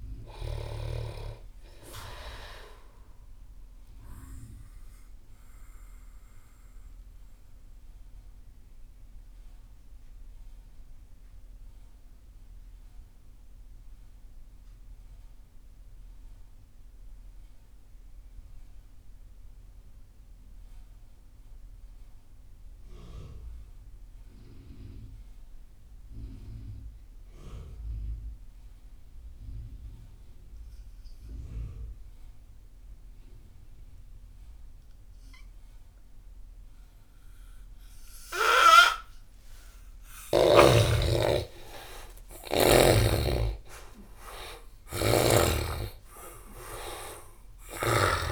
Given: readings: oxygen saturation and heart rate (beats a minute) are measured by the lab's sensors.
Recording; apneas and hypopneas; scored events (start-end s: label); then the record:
breathing in sleep by a room microphone; 1
0.00-19.00 s: oxygen desaturation (device-marked, oxygen 71% lowest)
5.00-39.50 s: mixed apnea (oxygen 97% before, 71% lowest)
33.00-48.32 s: oxygen desaturation (device-marked, oxygen 98% before, 74% lowest)
41.00-48.00 s: arousal
47.00-48.32 s: snoring (device-marked)
From the record:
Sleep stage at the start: N2 (light sleep); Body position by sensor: on the back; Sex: male